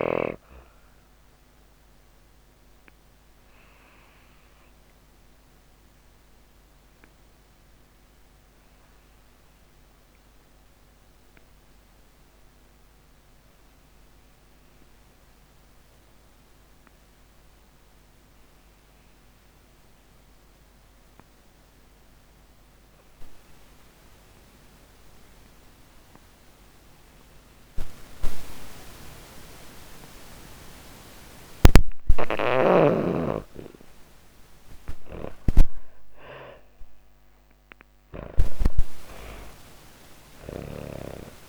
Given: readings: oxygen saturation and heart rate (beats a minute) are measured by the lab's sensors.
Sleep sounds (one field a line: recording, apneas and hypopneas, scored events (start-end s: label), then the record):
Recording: breathing in sleep by a microphone on the trachea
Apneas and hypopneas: 1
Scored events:
0.00-20.00 s: oxygen desaturation (device-marked, oxygen 80% lowest)
4.00-29.50 s: obstructive apnea (oxygen 97% before, 80% lowest)
29.00-41.49 s: oxygen desaturation (device-marked, oxygen 98% before, 80% lowest)
32.50-36.00 s: arousal
From the record:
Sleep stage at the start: N2 (light sleep)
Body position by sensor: on the back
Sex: female